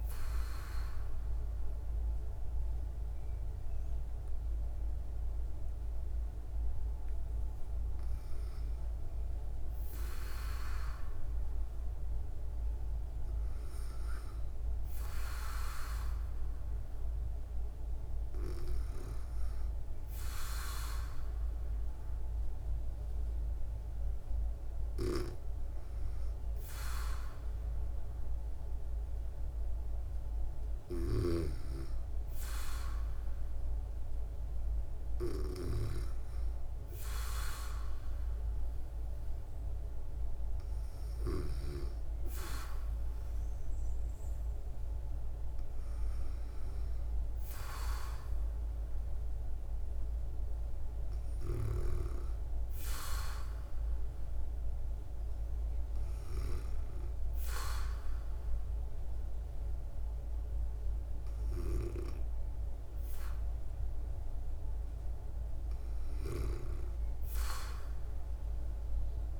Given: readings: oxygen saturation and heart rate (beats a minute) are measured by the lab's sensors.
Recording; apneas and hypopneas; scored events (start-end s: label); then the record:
breathing in sleep by a room microphone; none
none scored
From the record:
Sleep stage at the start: N2 (light sleep); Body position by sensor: on the back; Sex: female